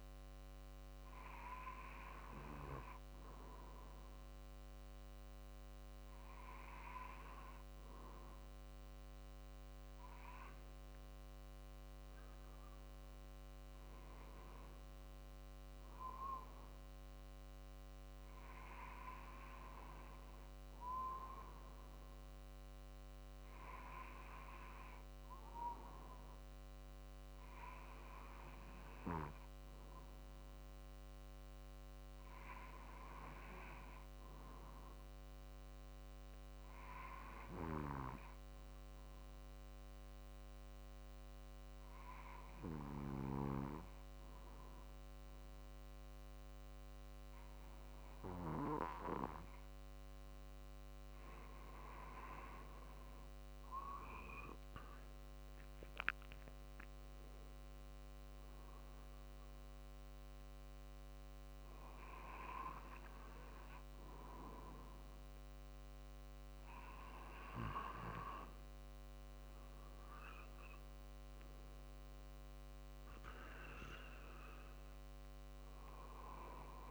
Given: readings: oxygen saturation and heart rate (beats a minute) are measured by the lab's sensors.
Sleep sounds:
breathing in sleep by a microphone on the trachea; none
55.50-66.50 s: drop in pulse transit time (device-marked, heart rate 49 before, 48 extreme)
From the record:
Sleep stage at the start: N2 (light sleep); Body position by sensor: on the right side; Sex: male

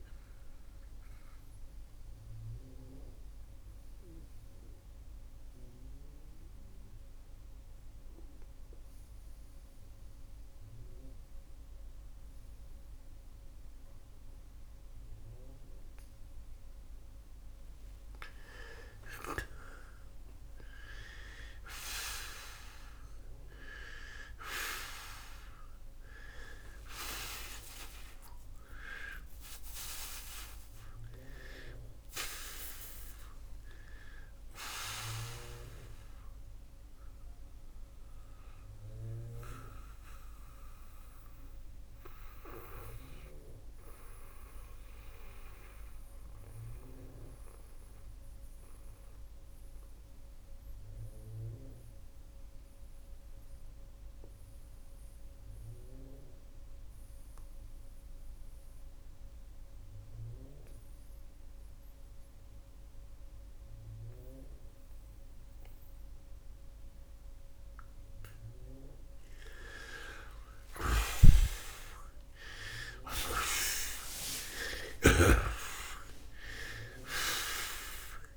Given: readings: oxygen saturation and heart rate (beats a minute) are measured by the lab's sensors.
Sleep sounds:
breathing in sleep by a room microphone; 2
0.00-22.50 s: oxygen desaturation (device-marked, oxygen 85% lowest)
1.50-17.50 s: mixed apnea (oxygen 97% before, 85% lowest)
10.50-70.50 s: new sleep stage, N2 (light sleep)
24.00-29.50 s: arousal
35.50-62.50 s: oxygen desaturation (device-marked, oxygen 96% before, 86% lowest)
37.00-68.50 s: mixed apnea (oxygen 96% before, 83% lowest)
70.50-78.37 s: new sleep stage, awake
From the record:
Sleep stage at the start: N1 (lightest sleep); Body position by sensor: on the back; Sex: male

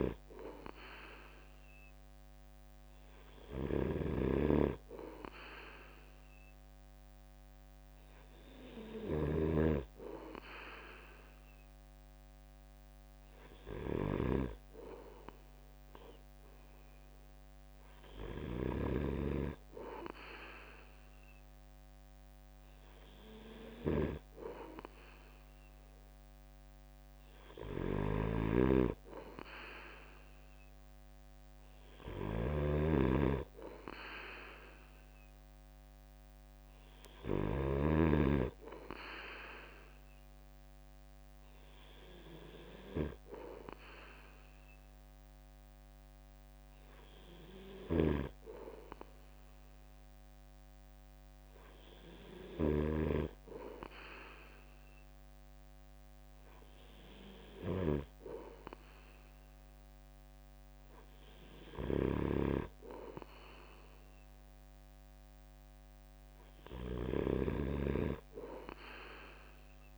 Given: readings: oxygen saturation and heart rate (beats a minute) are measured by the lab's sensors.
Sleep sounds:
breathing in sleep by a microphone on the trachea; none
0.00-9.50 s: snoring (device-marked)
18.00-37.50 s: snoring (device-marked)
47.50-52.50 s: snoring (device-marked)
61.50-69.98 s: snoring (device-marked)
From the record:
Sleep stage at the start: N3 (deep sleep); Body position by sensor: on the right side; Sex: male

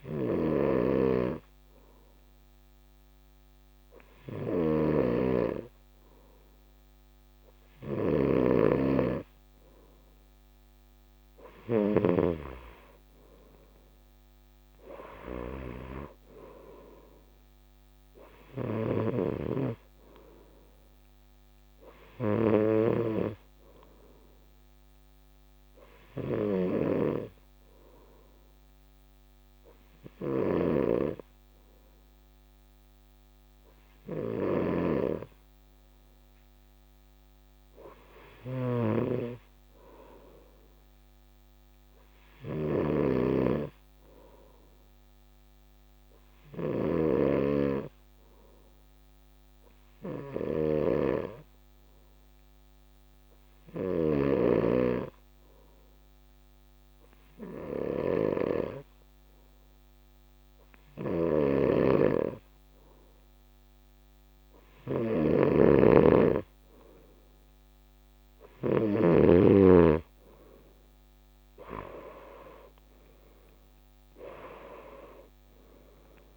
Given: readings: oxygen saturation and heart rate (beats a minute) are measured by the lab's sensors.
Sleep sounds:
breathing in sleep by a microphone on the trachea; 1
0.00-69.50 s: snoring (device-marked)
41.50-45.00 s: arousal
49.00-64.00 s: hypopnea (oxygen 96% before, 94% lowest, heart rate 145 before, 81 extreme, up 33 after)
66.50-70.50 s: arousal
From the record:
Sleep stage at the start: N2 (light sleep); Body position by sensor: on the right side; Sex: male

